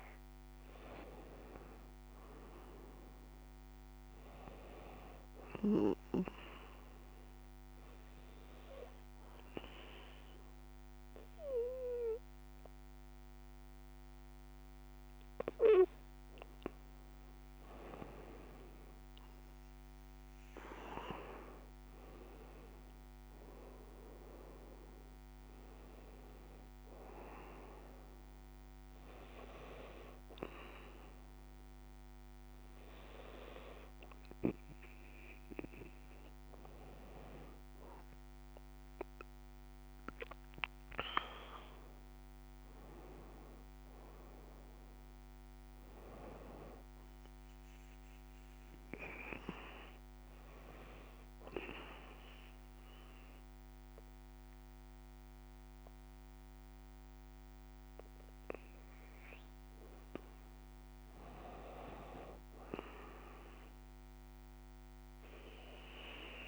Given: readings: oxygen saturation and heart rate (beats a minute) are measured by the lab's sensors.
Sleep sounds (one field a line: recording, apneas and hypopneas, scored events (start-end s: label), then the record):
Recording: breathing in sleep by a microphone on the trachea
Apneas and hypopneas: 3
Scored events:
1.00-4.00 s: arousal
7.50-17.50 s: obstructive apnea (oxygen 95% before, 88% lowest, heart rate 68 before, 65 extreme, up 8 after)
20.00-23.50 s: arousal
31.00-41.00 s: hypopnea (oxygen 94% before, 88% lowest, heart rate 69 before, 64 extreme, up 13 after)
43.50-46.50 s: arousal
51.00-61.00 s: obstructive apnea (oxygen 94% before, 87% lowest, heart rate 71 before, 63 extreme, up 8 after)
65.00-66.47 s: arousal
From the record:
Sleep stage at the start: N2 (light sleep)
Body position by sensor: on the right side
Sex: female